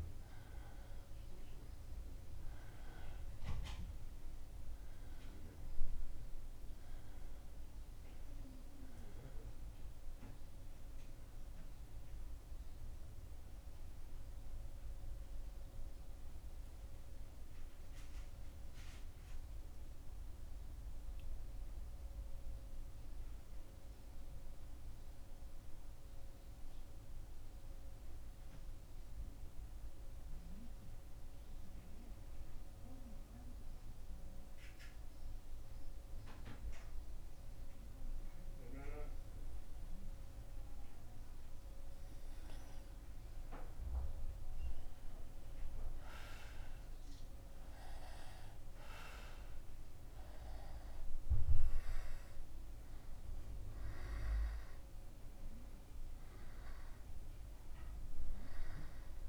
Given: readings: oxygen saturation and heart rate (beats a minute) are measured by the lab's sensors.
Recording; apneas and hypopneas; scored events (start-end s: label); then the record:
breathing in sleep by a room microphone; 1
0.00-7.50 s: oxygen desaturation (device-marked, oxygen 91% lowest, heart rate 75 extreme)
17.00-39.00 s: mixed apnea (oxygen 94% before, 92% lowest, heart rate 77 before, 75 extreme, up 2 after)
41.00-46.50 s: arousal
From the record:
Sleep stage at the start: N2 (light sleep); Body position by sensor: on the back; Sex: male